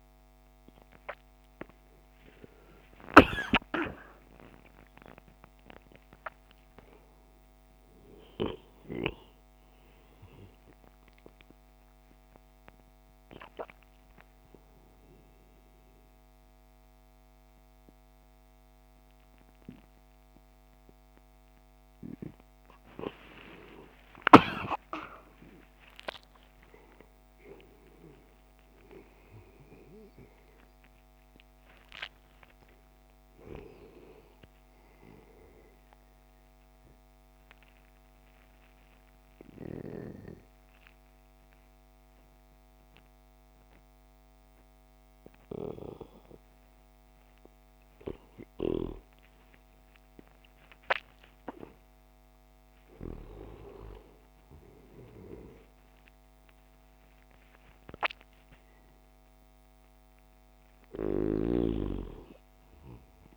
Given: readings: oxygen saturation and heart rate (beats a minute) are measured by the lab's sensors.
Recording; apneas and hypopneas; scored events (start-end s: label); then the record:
breathing in sleep by a microphone on the trachea; 2
0.00-4.00 s: oxygen desaturation (device-marked, oxygen 88% lowest)
11.50-22.50 s: obstructive apnea (oxygen 99% before, 95% lowest)
24.00-29.00 s: arousal
30.00-42.00 s: oxygen desaturation (device-marked, oxygen 99% before, 95% lowest)
36.50-47.50 s: obstructive apnea (oxygen 99% before, 88% lowest)
49.50-53.50 s: arousal
57.00-63.37 s: oxygen desaturation (device-marked, oxygen 99% before, 95% lowest)
From the record:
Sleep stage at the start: N2 (light sleep); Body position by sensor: on the back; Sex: male